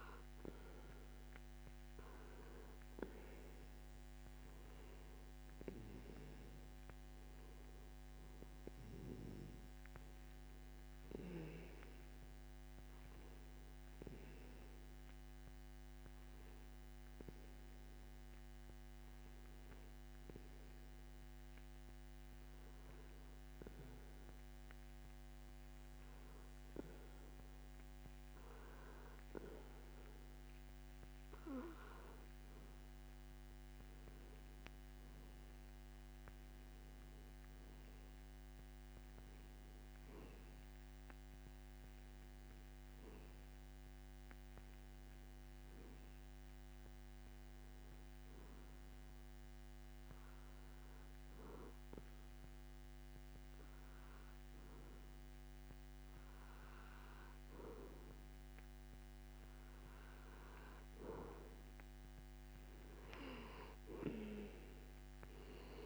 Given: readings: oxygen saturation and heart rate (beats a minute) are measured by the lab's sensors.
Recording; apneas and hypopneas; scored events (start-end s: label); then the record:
breathing in sleep by a microphone on the trachea; 2
13.00-25.50 s: hypopnea (oxygen 92% before, 90% lowest)
28.00-31.50 s: arousal
50.00-61.00 s: hypopnea (oxygen 92% before, 90% lowest)
64.00-65.86 s: arousal
From the record:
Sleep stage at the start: N2 (light sleep); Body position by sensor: on the back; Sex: male